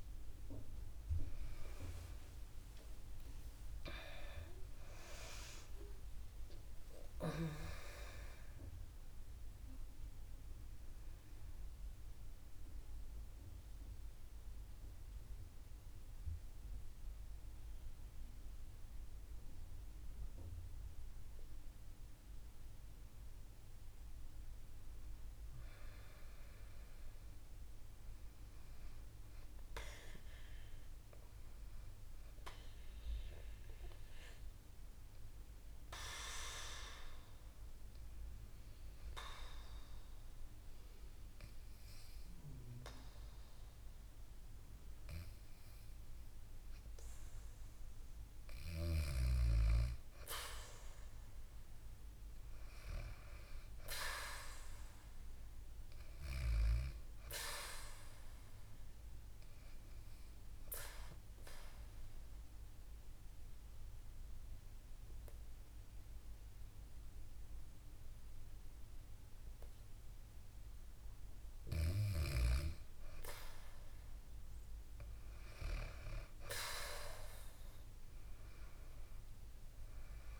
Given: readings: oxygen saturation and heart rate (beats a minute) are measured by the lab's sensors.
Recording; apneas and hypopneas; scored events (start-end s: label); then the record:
breathing in sleep by a room microphone; 3
0.50-6.00 s: arousal
12.00-23.00 s: central apnea (oxygen 96% before, 94% lowest, heart rate 72 before, 59 extreme, up 3 after)
25.00-29.50 s: arousal
38.50-49.50 s: obstructive apnea (oxygen 99% before, 94% lowest, heart rate 66 before, 61 extreme, up 0 after)
53.00-56.50 s: arousal
61.50-72.00 s: mixed apnea (oxygen 98% before, 94% lowest, heart rate 65 before, 61 extreme, up 4 after)
76.00-80.40 s: arousal
From the record:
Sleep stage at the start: N2 (light sleep); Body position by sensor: on the back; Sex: female